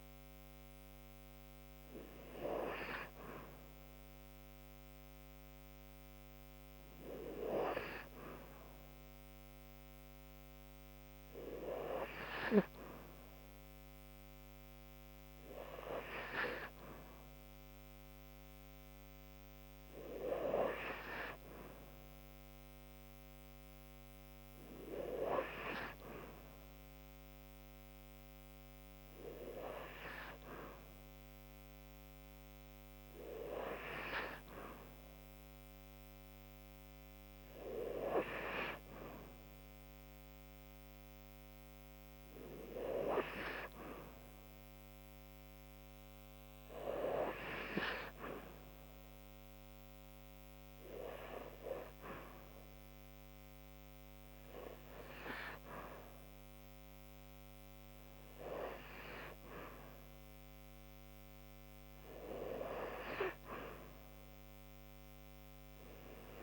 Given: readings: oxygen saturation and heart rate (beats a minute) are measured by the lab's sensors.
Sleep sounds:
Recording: breathing in sleep by a microphone on the trachea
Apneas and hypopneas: none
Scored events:
none scored
From the record:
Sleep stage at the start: N2 (light sleep)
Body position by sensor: on the right side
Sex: female

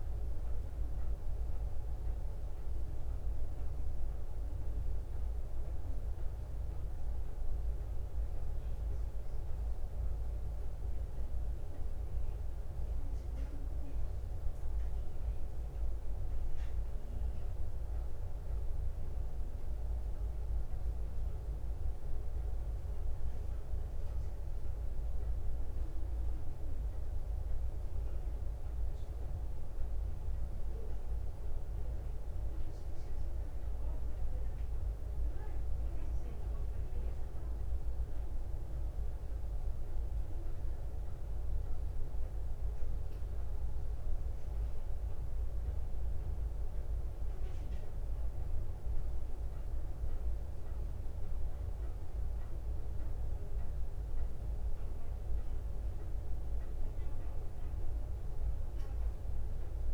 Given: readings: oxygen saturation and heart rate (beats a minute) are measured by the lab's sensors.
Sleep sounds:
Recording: breathing in sleep, hard to hear, by a room microphone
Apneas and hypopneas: none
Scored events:
none scored
From the record:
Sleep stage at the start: N2 (light sleep)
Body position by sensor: on the back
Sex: female

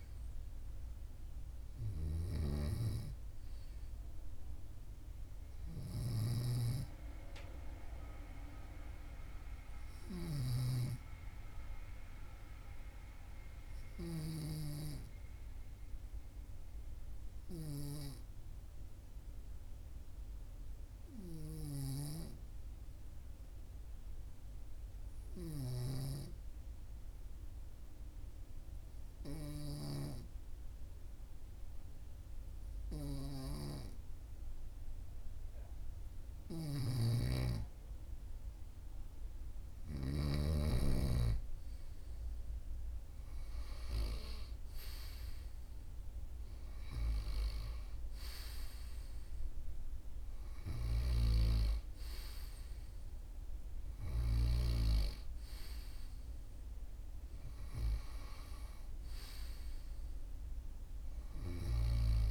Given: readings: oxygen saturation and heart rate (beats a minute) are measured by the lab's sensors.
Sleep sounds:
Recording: breathing in sleep by a room microphone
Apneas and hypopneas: 1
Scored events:
2.00-14.50 s: snoring (device-marked)
11.00-41.00 s: obstructive apnea (oxygen 99% before, 94% lowest, heart rate 44 before, 43 extreme, up 3 after)
36.50-62.31 s: oxygen desaturation (device-marked, oxygen 98% before, 94% lowest, heart rate 43 before, 43 extreme)
37.00-40.50 s: snoring (device-marked)
43.50-47.50 s: arousal
From the record:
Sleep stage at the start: N2 (light sleep)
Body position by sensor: on the right side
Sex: male

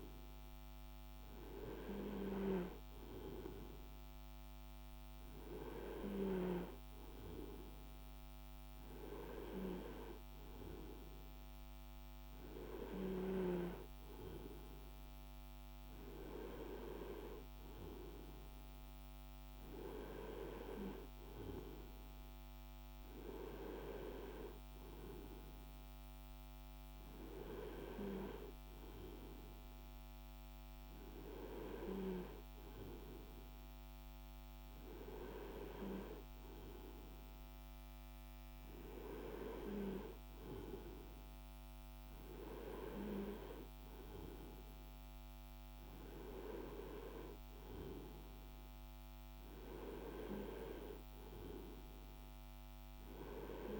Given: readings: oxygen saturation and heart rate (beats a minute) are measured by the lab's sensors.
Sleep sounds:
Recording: breathing in sleep by a microphone on the trachea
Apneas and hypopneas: none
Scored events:
none scored
From the record:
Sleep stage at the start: N2 (light sleep)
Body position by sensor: on the right side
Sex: male

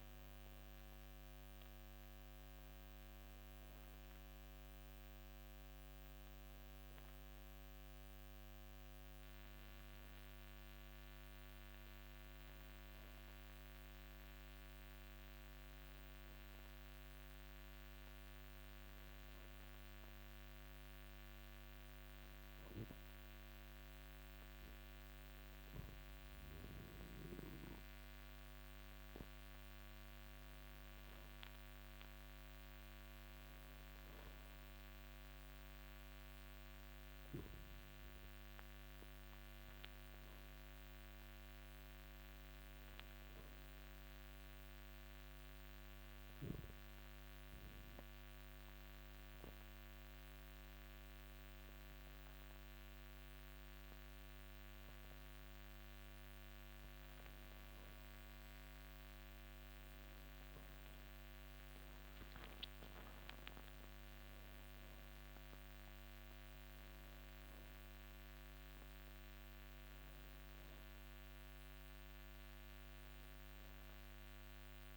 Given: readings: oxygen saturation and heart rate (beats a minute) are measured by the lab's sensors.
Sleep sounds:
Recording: breathing in sleep, hard to hear, by a microphone on the trachea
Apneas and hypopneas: 2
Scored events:
16.00-18.50 s: arousal
20.00-30.50 s: hypopnea (oxygen 97% before, 93% lowest)
33.50-37.00 s: arousal
45.50-56.50 s: obstructive apnea (oxygen 97% before, 93% lowest)
60.50-64.50 s: arousal
From the record:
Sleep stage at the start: N2 (light sleep)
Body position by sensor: on the back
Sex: male

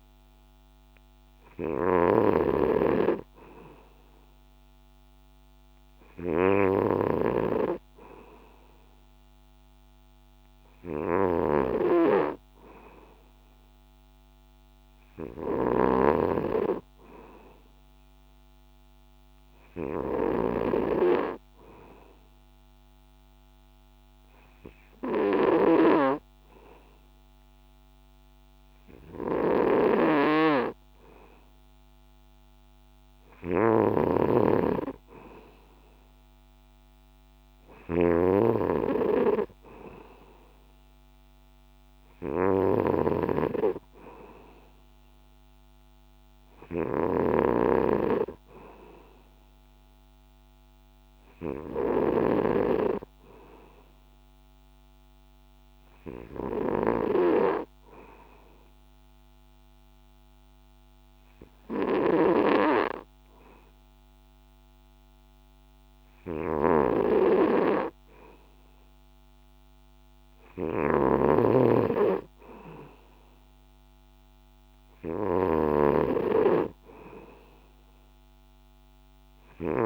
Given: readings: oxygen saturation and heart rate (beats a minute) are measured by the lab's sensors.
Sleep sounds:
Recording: breathing in sleep by a microphone on the trachea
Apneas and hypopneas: 2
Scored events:
0.00-1.00 s: arousal
0.00-79.86 s: snoring (device-marked)
16.00-32.00 s: hypopnea (oxygen 95% before, 92% lowest, heart rate 64 before, 63 extreme, up 2 after)
33.50-37.50 s: arousal
58.00-68.50 s: obstructive apnea (oxygen 95% before, 92% lowest, heart rate 64 before, 62 extreme, up 5 after)
70.00-73.50 s: arousal
From the record:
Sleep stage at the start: N2 (light sleep)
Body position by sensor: on the back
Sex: male

